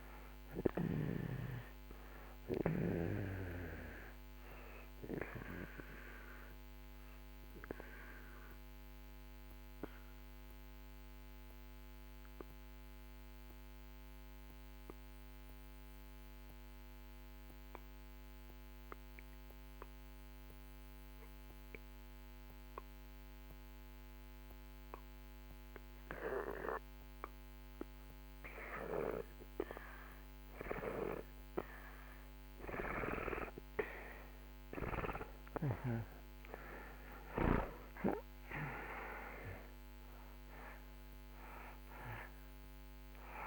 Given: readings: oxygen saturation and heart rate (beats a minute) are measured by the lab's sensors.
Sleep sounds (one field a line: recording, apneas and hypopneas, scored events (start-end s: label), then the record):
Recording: breathing in sleep by a microphone on the trachea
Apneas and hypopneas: 1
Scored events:
0.00-23.50 s: oxygen desaturation (device-marked, oxygen 76% lowest)
6.00-26.50 s: obstructive apnea (oxygen 97% before, 76% lowest)
33.00-38.50 s: arousal
34.50-43.47 s: oxygen desaturation (device-marked, oxygen 97% before, 79% lowest)
From the record:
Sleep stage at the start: N2 (light sleep)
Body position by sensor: on the back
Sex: male